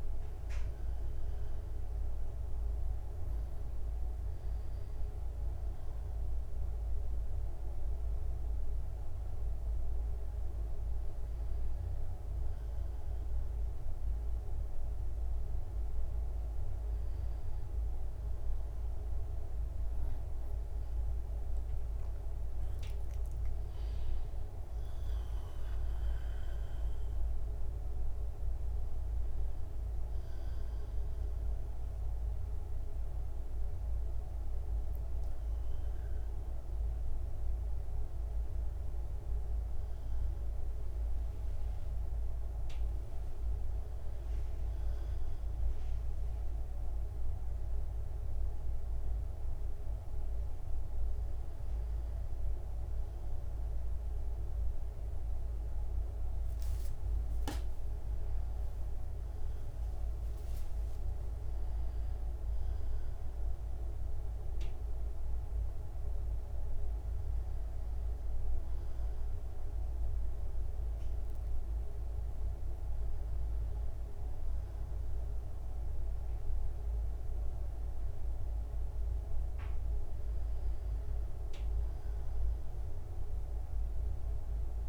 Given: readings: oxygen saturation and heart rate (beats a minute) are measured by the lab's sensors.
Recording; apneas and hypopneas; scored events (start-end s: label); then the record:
a person awake in a sleep study, hard to hear, by a room microphone; none
57.50-59.50 s: long interval between heartbeats (device-marked, heart rate 67 before, 73 extreme)
61.50-63.50 s: long interval between heartbeats (device-marked, heart rate 68 before, 92 extreme)
63.00-84.88 s: new sleep stage, N1 (lightest sleep)
From the record:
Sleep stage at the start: awake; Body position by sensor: on the back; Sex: male